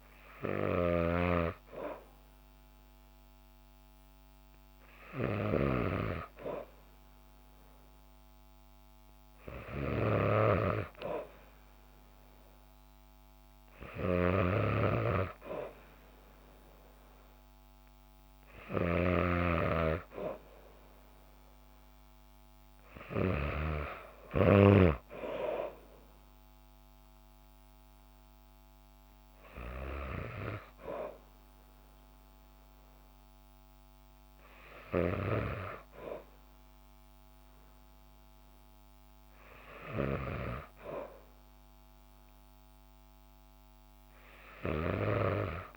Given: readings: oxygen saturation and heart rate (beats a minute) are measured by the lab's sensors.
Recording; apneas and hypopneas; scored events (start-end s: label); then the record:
breathing in sleep by a microphone on the trachea; none
0.50-10.00 s: snoring (device-marked)
18.50-24.50 s: snoring (device-marked)
From the record:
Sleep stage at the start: N2 (light sleep); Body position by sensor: on the back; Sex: female